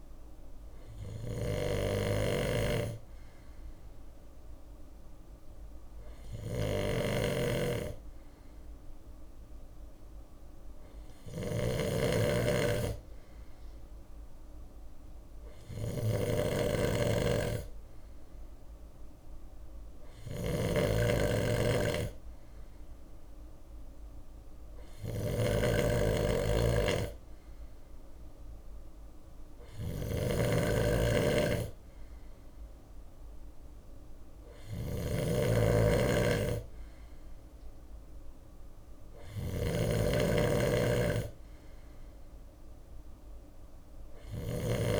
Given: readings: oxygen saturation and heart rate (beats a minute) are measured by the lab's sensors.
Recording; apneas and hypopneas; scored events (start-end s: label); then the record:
breathing in sleep by a room microphone; none
0.00-45.00 s: bradycardia (device-marked, heart rate 55 extreme)
0.00-45.00 s: snoring (device-marked)
From the record:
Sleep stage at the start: N2 (light sleep); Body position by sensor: on the left side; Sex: male